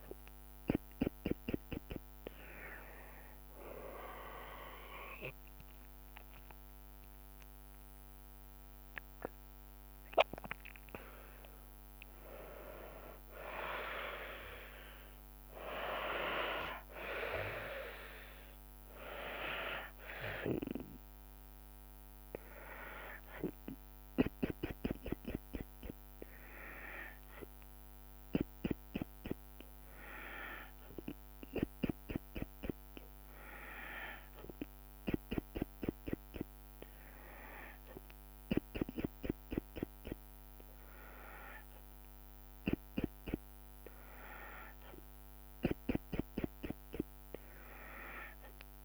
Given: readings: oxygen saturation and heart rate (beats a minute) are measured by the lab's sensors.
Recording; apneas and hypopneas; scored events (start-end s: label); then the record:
breathing in sleep by a microphone on the trachea; 1
2.50-16.50 s: drop in pulse transit time (device-marked, heart rate 67 before, 70 extreme)
3.50-13.50 s: hypopnea (oxygen 96% before, 93% lowest, heart rate 67 before, 64 extreme, up 2 after)
16.00-19.00 s: arousal
20.50-28.50 s: oxygen desaturation (device-marked, oxygen 96% before, 93% lowest, heart rate 75 before, 69 extreme)
From the record:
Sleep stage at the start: N2 (light sleep); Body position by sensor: on the back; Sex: female